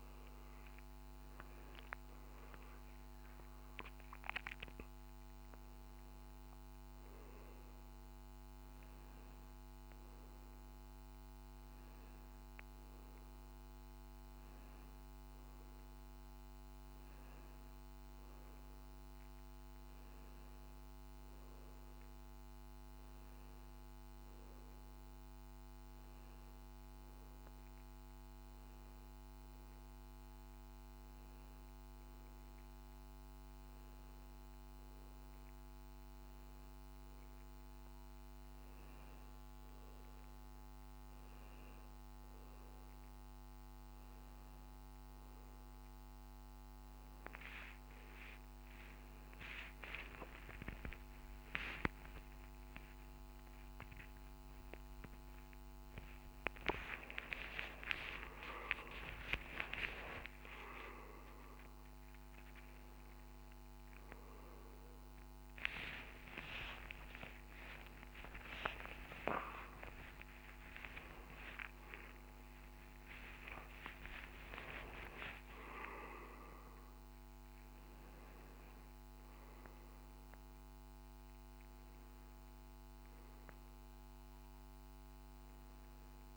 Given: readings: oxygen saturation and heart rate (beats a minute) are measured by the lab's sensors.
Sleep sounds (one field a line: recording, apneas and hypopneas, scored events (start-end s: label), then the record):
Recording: a person partly awake in a sleep study, by a microphone on the trachea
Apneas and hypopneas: none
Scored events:
1.50-5.00 s: arousal
60.00-86.37 s: new sleep stage, awake
From the record:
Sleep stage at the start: N2 (light sleep)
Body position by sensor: on the back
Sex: male